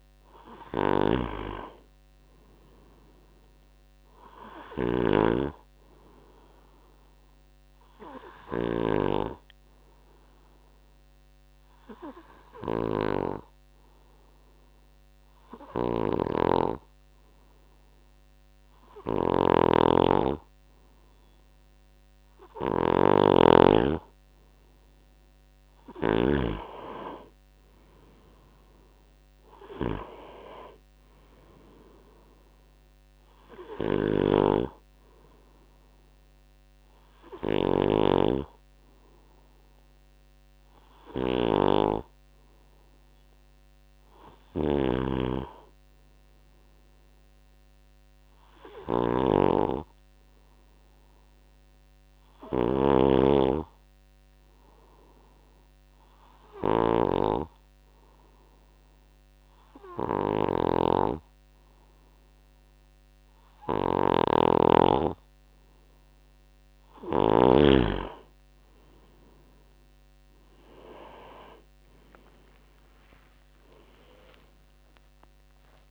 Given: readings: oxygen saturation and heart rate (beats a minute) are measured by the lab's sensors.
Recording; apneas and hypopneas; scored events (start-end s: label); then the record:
breathing in sleep by a microphone on the trachea; 2
0.00-1.50 s: arousal
0.00-5.00 s: snoring (device-marked)
7.00-19.50 s: hypopnea (oxygen 95% before, 92% lowest, heart rate 69 before, 63 extreme, up 7 after)
15.50-23.50 s: snoring (device-marked)
23.00-26.50 s: arousal
33.50-38.00 s: snoring (device-marked)
44.50-57.00 s: snoring (device-marked)
55.00-66.00 s: hypopnea (oxygen 96% before, 91% lowest, heart rate 68 before, 66 extreme, up 16 after)
64.00-67.50 s: snoring (device-marked)
72.50-75.91 s: arousal
74.50-75.91 s: oxygen desaturation (device-marked, oxygen 95% before, 91% lowest, heart rate 70 before, 56 extreme)
74.50-75.91 s: tachycardia (device-marked, heart rate 70 before, 116 extreme)
From the record:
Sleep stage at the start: N2 (light sleep); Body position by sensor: on the right side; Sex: male